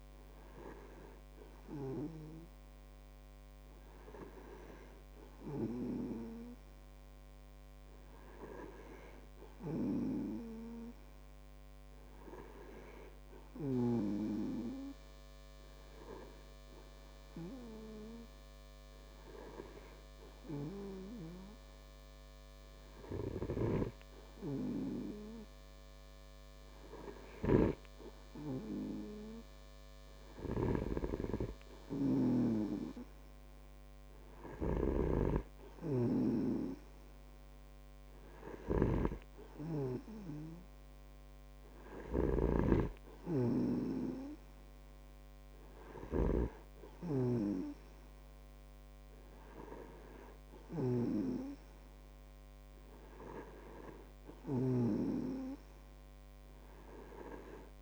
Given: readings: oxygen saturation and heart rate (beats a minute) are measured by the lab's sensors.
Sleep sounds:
breathing in sleep by a microphone on the trachea; none
23.50-57.82 s: snoring (device-marked)
From the record:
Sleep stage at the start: N2 (light sleep); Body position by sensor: on the back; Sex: male

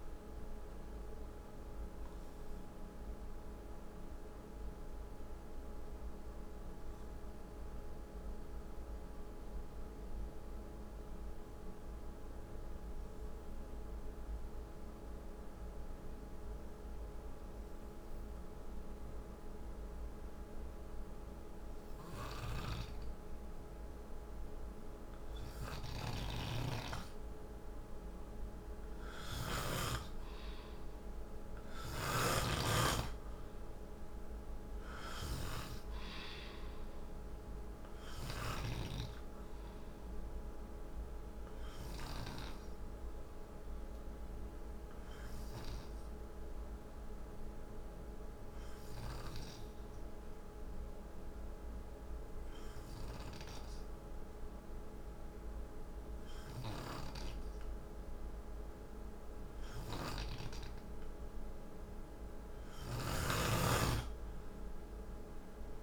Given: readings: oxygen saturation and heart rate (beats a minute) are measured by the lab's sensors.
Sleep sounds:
breathing in sleep by a room microphone; 2
3.00-23.50 s: obstructive apnea (heart rate 68 before, 50 extreme, up 9 after)
26.00-29.50 s: snoring (device-marked)
28.00-32.50 s: arousal
45.50-60.00 s: obstructive apnea (heart rate 58 before, 53 extreme, up 8 after)
61.50-63.50 s: arousal
62.50-65.83 s: snoring (device-marked)
From the record:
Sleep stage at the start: N2 (light sleep); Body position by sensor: on the back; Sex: male

